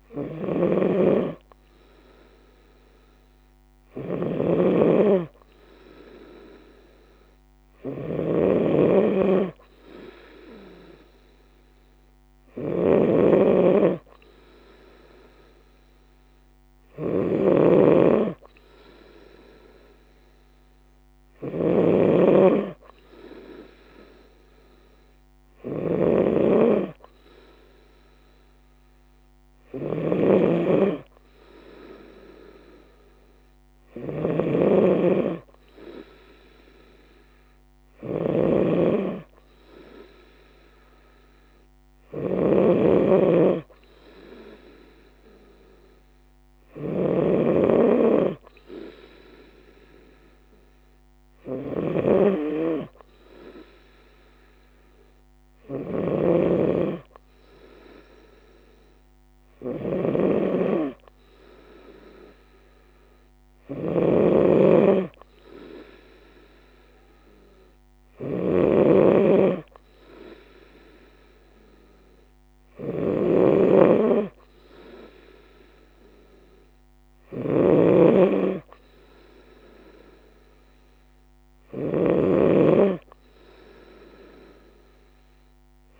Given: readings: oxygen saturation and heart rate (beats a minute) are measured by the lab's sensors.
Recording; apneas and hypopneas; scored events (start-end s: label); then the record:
breathing in sleep by a microphone on the trachea; none
0.00-85.99 s: snoring (device-marked)
From the record:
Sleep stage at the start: N3 (deep sleep); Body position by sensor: on the right side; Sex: female